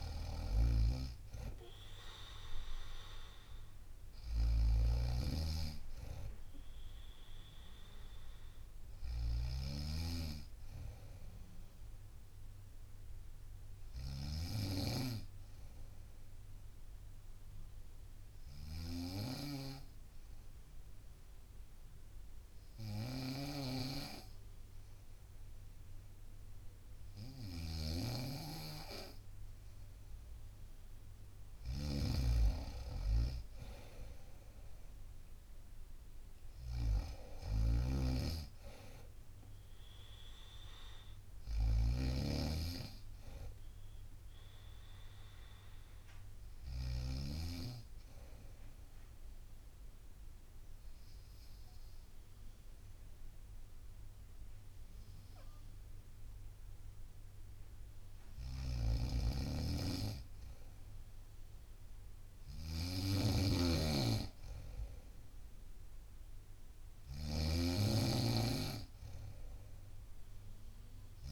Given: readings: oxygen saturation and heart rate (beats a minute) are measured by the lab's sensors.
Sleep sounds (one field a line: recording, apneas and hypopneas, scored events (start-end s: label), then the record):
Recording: breathing in sleep by a room microphone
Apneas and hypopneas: 2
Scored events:
0.00-2.50 s: arousal
0.00-9.00 s: drop in pulse transit time (device-marked, heart rate 63 extreme)
0.00-47.00 s: snoring (device-marked)
17.50-30.50 s: hypopnea (oxygen 96% before, 94% lowest, heart rate 63 before, 62 extreme, up 2 after)
28.00-44.00 s: drop in pulse transit time (device-marked, heart rate 63 before, 63 extreme)
32.50-36.00 s: arousal
48.00-59.00 s: obstructive apnea (oxygen 97% before, 94% lowest, heart rate 65 before, 63 extreme, up 2 after)
58.50-71.32 s: snoring (device-marked)
61.00-64.50 s: arousal
From the record:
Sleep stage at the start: N2 (light sleep)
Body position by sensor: on the right side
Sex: female